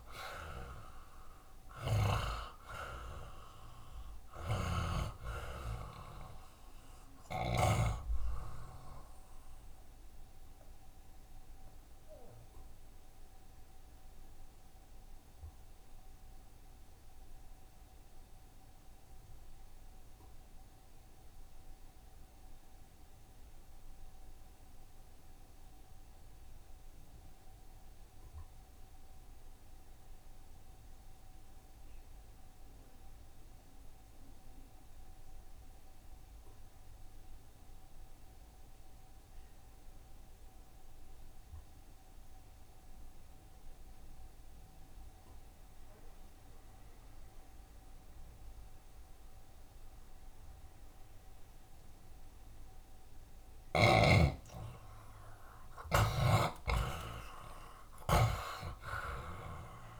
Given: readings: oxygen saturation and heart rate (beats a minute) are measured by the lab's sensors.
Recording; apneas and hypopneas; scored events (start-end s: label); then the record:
breathing in sleep by a room microphone; 1
0.00-21.50 s: oxygen desaturation (device-marked, oxygen 69% lowest, heart rate 67 extreme)
11.00-52.00 s: obstructive apnea (oxygen 83% before, 68% lowest, heart rate 73 before, 67 extreme, up 4 after)
36.50-60.00 s: oxygen desaturation (device-marked, oxygen 92% before, 68% lowest, heart rate 68 before, 66 extreme)
54.00-57.50 s: arousal
56.50-60.00 s: snoring (device-marked)
From the record:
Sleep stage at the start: N2 (light sleep); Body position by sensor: on the back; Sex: male